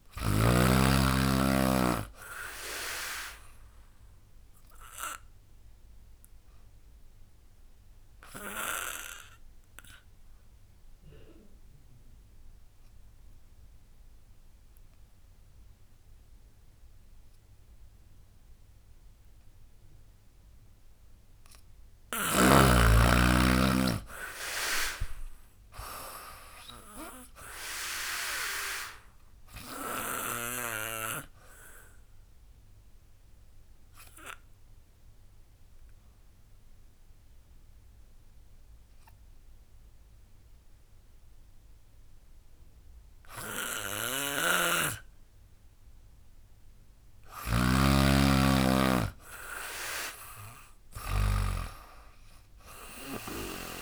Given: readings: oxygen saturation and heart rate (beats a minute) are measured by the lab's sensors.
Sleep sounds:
breathing in sleep by a room microphone; 2
0.00-8.50 s: drop in pulse transit time (device-marked, heart rate 79 extreme)
1.50-19.50 s: oxygen desaturation (device-marked, oxygen 99% before, 93% lowest, heart rate 75 before, 71 extreme)
4.50-20.50 s: obstructive apnea (oxygen 99% before, 90% lowest, heart rate 75 before, 71 extreme, up 15 after)
22.50-25.50 s: arousal
23.50-36.50 s: drop in pulse transit time (device-marked, heart rate 77 before, 77 extreme)
25.50-46.50 s: oxygen desaturation (device-marked, oxygen 98% before, 90% lowest, heart rate 77 before, 64 extreme)
30.00-45.00 s: obstructive apnea (oxygen 98% before, 90% lowest, heart rate 78 before, 64 extreme, up 17 after)
44.00-51.00 s: snoring (device-marked)
47.00-51.00 s: arousal
48.50-53.82 s: drop in pulse transit time (device-marked, heart rate 76 before, 73 extreme)
48.50-53.82 s: oxygen desaturation (device-marked, oxygen 98% before, 92% lowest, heart rate 76 before, 64 extreme)
From the record:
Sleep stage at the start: N2 (light sleep); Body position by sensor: on the back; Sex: female

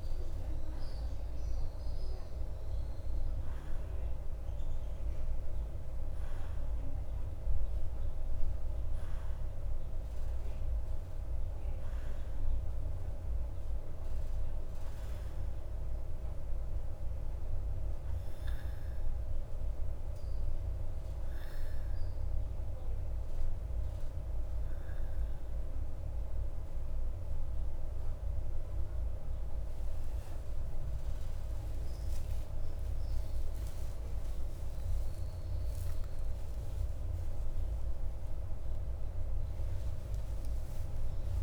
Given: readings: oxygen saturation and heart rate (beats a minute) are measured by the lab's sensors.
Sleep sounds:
breathing in sleep, hard to hear, by a room microphone; none
0.00-2.50 s: arousal
5.50-41.43 s: new sleep stage, N1 (lightest sleep)
16.50-33.50 s: oxygen desaturation (device-marked, oxygen 94% before, 91% lowest, heart rate 53 before, 53 extreme)
29.50-34.00 s: arousal
35.50-41.43 s: oxygen desaturation (device-marked, oxygen 93% before, 89% lowest, heart rate 56 before, 52 extreme)
From the record:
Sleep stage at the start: N2 (light sleep); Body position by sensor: on the back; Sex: male

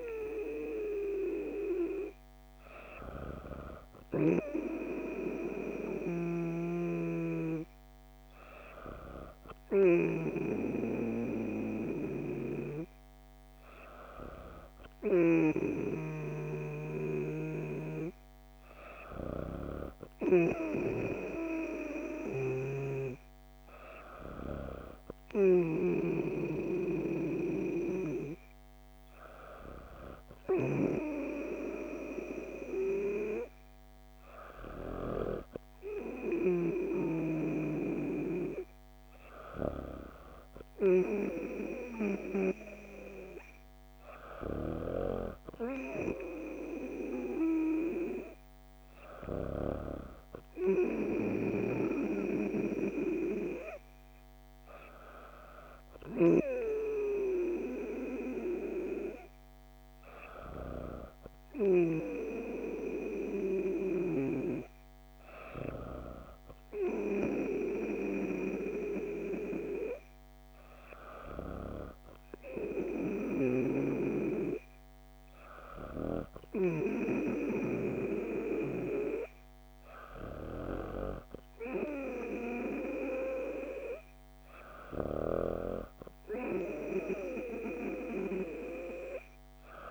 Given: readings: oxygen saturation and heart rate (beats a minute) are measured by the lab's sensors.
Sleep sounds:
breathing in sleep by a microphone on the trachea; none
none scored
From the record:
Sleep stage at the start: N2 (light sleep); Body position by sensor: on the back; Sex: female

